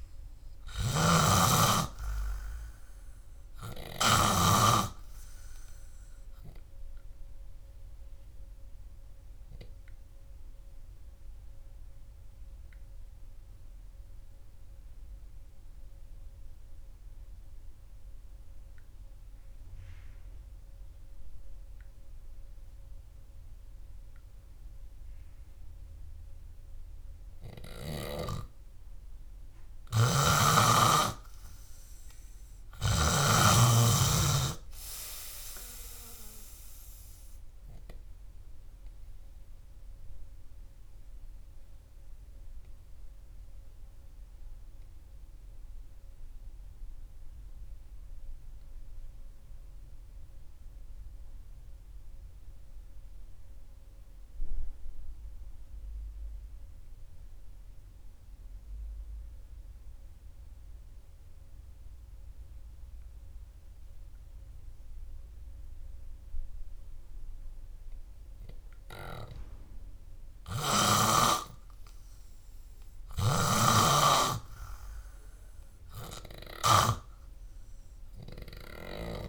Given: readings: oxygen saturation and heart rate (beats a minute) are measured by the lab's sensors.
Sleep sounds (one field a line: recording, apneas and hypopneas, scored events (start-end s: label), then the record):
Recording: breathing in sleep by a room microphone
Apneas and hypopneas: 2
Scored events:
0.00-2.00 s: arousal
1.00-5.00 s: snoring (device-marked)
10.50-27.50 s: obstructive apnea (oxygen 97% before, 91% lowest, heart rate 65 before, 58 extreme, up 4 after)
25.50-55.50 s: oxygen desaturation (device-marked, oxygen 97% before, 91% lowest, heart rate 67 before, 59 extreme)
30.50-34.00 s: arousal
48.00-68.50 s: obstructive apnea (oxygen 97% before, 93% lowest, heart rate 66 before, 59 extreme, up 0 after)
62.50-69.50 s: oxygen desaturation (device-marked, oxygen 97% before, 94% lowest, heart rate 67 before, 59 extreme)
70.50-74.00 s: arousal
73.50-77.50 s: snoring (device-marked)
From the record:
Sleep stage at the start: N3 (deep sleep)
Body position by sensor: on the back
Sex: male